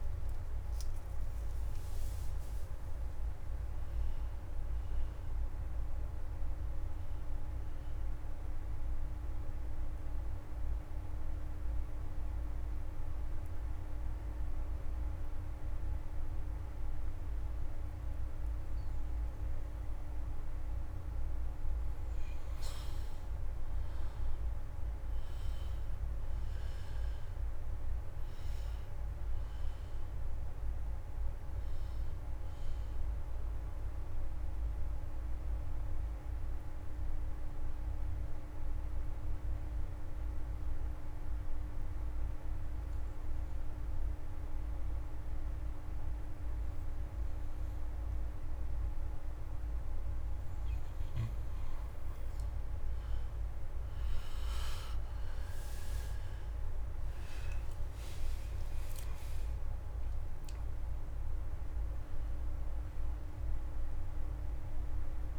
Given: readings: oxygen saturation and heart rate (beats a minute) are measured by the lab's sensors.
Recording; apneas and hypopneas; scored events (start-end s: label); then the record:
breathing in sleep, hard to hear, by a room microphone; 2
8.50-47.50 s: oxygen desaturation (device-marked, oxygen 98% before, 84% lowest)
8.50-65.38 s: new sleep stage, N2 (light sleep)
9.00-21.00 s: mixed apnea (oxygen 98% before, 84% lowest, heart rate 59 before, 25 extreme, up 50 after)
24.00-28.00 s: arousal
36.00-51.00 s: obstructive apnea (oxygen 97% before, 84% lowest)
55.00-59.50 s: arousal
58.50-65.38 s: oxygen desaturation (device-marked, oxygen 96% before, 85% lowest, heart rate 36 before, 78 extreme)
From the record:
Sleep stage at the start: N1 (lightest sleep); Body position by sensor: on the back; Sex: male